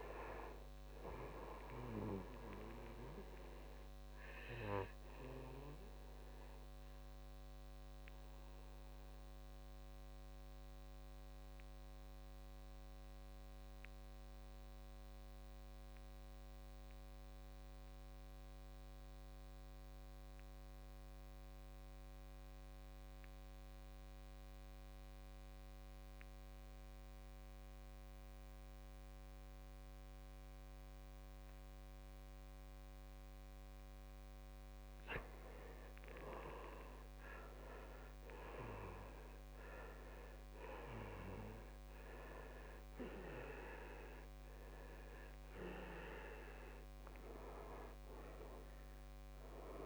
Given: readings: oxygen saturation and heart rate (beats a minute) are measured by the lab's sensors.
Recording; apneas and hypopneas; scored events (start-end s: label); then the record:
breathing in sleep by a microphone on the trachea; 1
5.00-34.50 s: obstructive apnea (oxygen 97% before, 82% lowest, heart rate 57 before, 57 extreme, up 10 after)
6.50-20.50 s: oxygen desaturation (device-marked, oxygen 95% before, 92% lowest, heart rate 58 before, 57 extreme)
29.50-49.86 s: oxygen desaturation (device-marked, oxygen 97% before, 82% lowest, heart rate 60 before, 53 extreme)
36.00-40.00 s: arousal
From the record:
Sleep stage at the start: N2 (light sleep); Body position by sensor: on the back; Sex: male